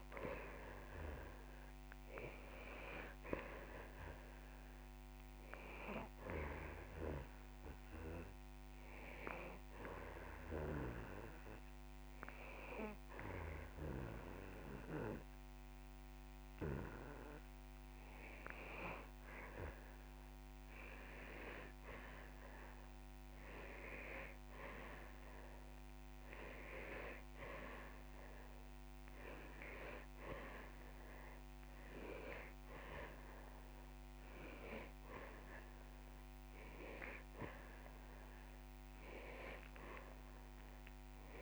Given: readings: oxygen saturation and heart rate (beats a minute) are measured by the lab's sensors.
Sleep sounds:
breathing in sleep by a microphone on the trachea; 1
0.00-14.50 s: oxygen desaturation (device-marked, oxygen 94% lowest)
6.00-18.50 s: hypopnea (oxygen 99% before, 94% lowest)
23.00-26.00 s: arousal
From the record:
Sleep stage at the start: N2 (light sleep); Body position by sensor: on the back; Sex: male

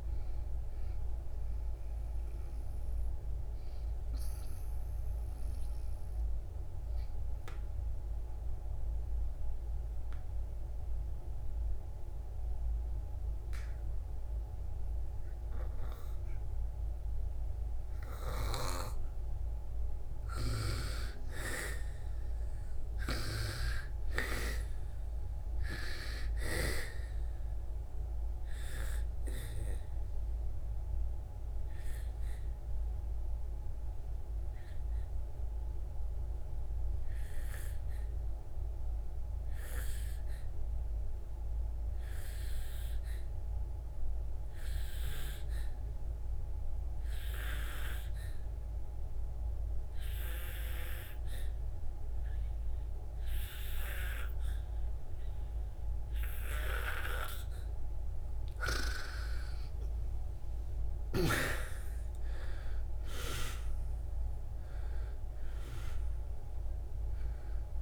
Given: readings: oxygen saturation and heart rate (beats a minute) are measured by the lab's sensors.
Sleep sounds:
breathing in sleep by a room microphone; 2
0.00-17.50 s: oxygen desaturation (device-marked, oxygen 85% lowest)
4.50-20.50 s: obstructive apnea (oxygen 97% before, 85% lowest, heart rate 63 before, 34 extreme, up 28 after)
22.50-26.00 s: arousal
24.50-42.50 s: oxygen desaturation (device-marked, oxygen 98% before, 90% lowest, heart rate 51 before, 60 extreme)
28.50-57.50 s: obstructive apnea (oxygen 98% before, 84% lowest, heart rate 65 before, 59 extreme, up 30 after)
49.50-67.82 s: oxygen desaturation (device-marked, oxygen 97% before, 84% lowest, heart rate 77 before, 59 extreme)
59.50-64.50 s: arousal
From the record:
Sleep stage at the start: N2 (light sleep); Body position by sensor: on the back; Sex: female

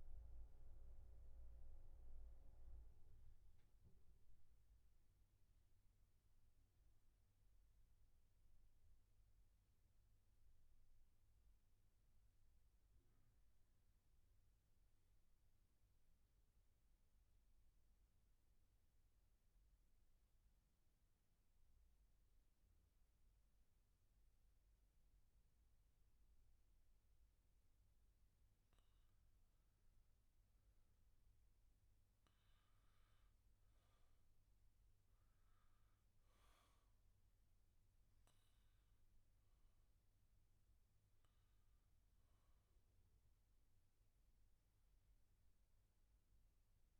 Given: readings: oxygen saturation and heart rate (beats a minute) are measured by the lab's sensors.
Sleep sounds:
breathing in sleep, hard to hear, by a room microphone; 1
0.00-5.50 s: oxygen desaturation (device-marked, oxygen 86% lowest, heart rate 63 extreme)
11.50-28.50 s: obstructive apnea (oxygen 97% before, 87% lowest, heart rate 76 before, 63 extreme, up 6 after)
29.50-47.00 s: oxygen desaturation (device-marked, oxygen 96% before, 88% lowest, heart rate 69 before, 64 extreme)
30.50-35.00 s: arousal
From the record:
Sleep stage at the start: N2 (light sleep); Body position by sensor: on the back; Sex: male

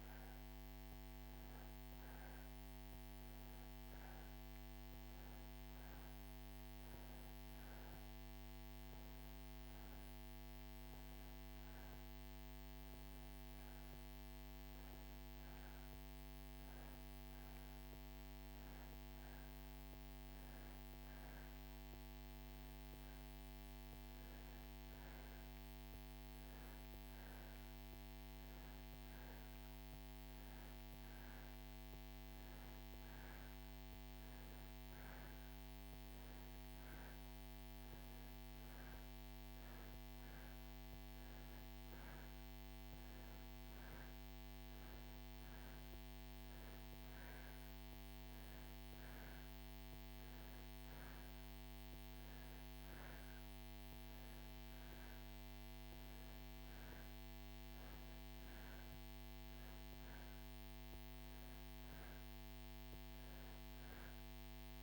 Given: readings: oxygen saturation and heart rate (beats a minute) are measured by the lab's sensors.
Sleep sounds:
breathing in sleep, hard to hear, by a microphone on the trachea; none
none scored
From the record:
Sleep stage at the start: N2 (light sleep); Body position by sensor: on the back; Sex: male

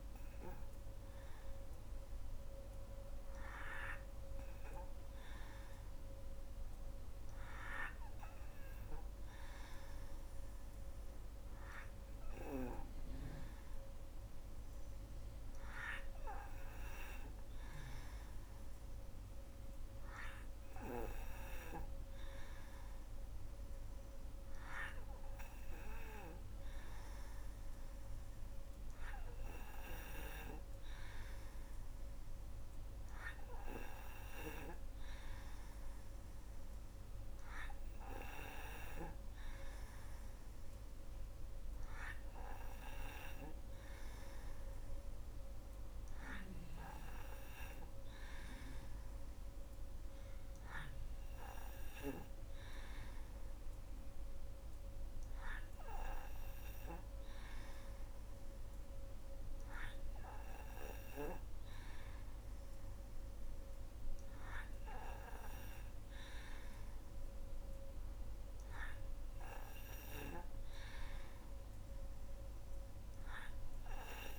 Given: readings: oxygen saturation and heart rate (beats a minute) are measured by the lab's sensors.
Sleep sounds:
breathing in sleep by a room microphone; none
14.00-43.00 s: oxygen desaturation (device-marked, oxygen 97% before, 90% lowest, heart rate 67 before, 70 extreme)
21.00-74.39 s: new sleep stage, N3 (deep sleep)
From the record:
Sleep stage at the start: N2 (light sleep); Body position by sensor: on the back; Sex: female

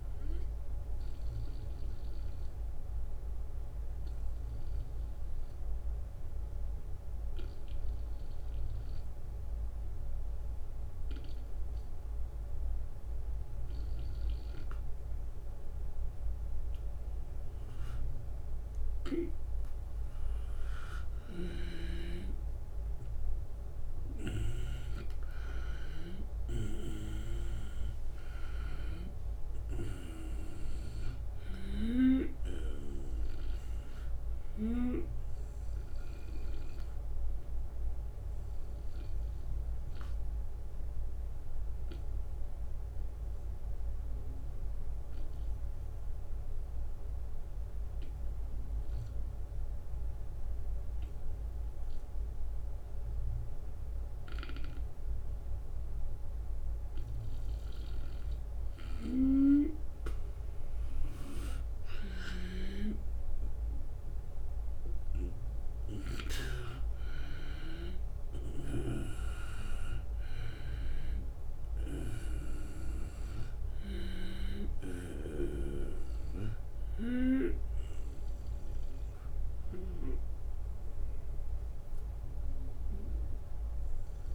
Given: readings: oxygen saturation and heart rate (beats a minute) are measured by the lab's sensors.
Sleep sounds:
breathing in sleep by a room microphone; 2
1.50-20.00 s: obstructive apnea (oxygen 97% before, 92% lowest, heart rate 82 before, 75 extreme, up 8 after)
23.00-35.00 s: drop in pulse transit time (device-marked, heart rate 78 before, 81 extreme)
23.50-28.50 s: arousal
37.00-56.50 s: obstructive apnea (oxygen 96% before, 91% lowest, heart rate 83 before, 74 extreme, up 7 after)
58.00-66.00 s: snoring (device-marked)
62.00-67.00 s: arousal
62.00-84.35 s: oxygen desaturation (device-marked, oxygen 96% before, 92% lowest, heart rate 76 before, 76 extreme)
65.00-80.00 s: drop in pulse transit time (device-marked, heart rate 77 before, 81 extreme)
68.00-77.00 s: snoring (device-marked)
From the record:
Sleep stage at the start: N2 (light sleep); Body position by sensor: on the right side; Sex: male

